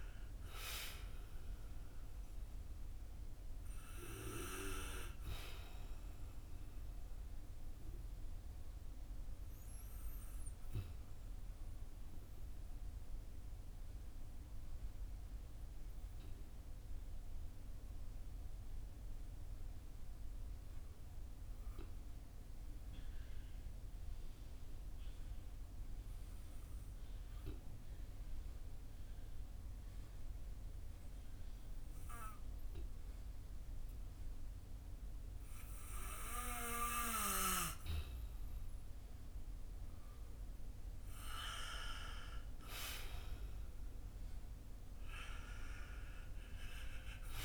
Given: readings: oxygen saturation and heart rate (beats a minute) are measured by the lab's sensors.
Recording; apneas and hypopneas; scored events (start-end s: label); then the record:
breathing in sleep by a room microphone; 1
5.50-39.50 s: obstructive apnea (oxygen 97% before, 91% lowest, heart rate 57 before, 48 extreme, up 3 after)
16.00-25.00 s: oxygen desaturation (device-marked, oxygen 95% before, 91% lowest, heart rate 57 before, 51 extreme)
42.00-46.50 s: arousal
From the record:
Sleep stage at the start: N2 (light sleep); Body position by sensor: on the back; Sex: male